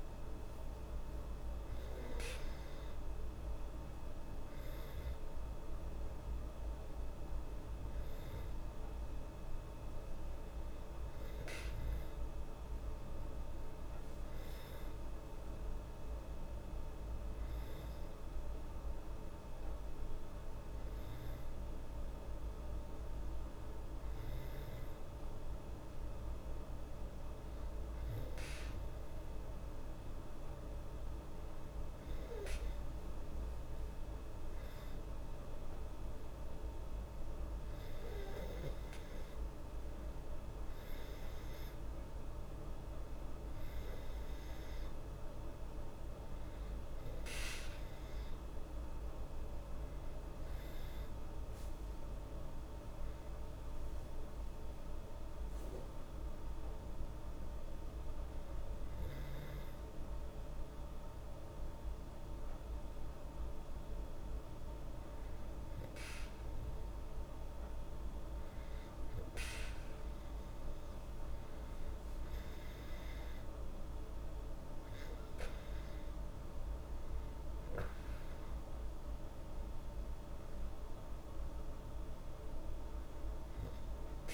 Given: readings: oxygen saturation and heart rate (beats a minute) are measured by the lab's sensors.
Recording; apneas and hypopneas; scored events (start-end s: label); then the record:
breathing in sleep, hard to hear, by a room microphone; none
none scored
From the record:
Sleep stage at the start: N2 (light sleep); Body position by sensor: on the back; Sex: female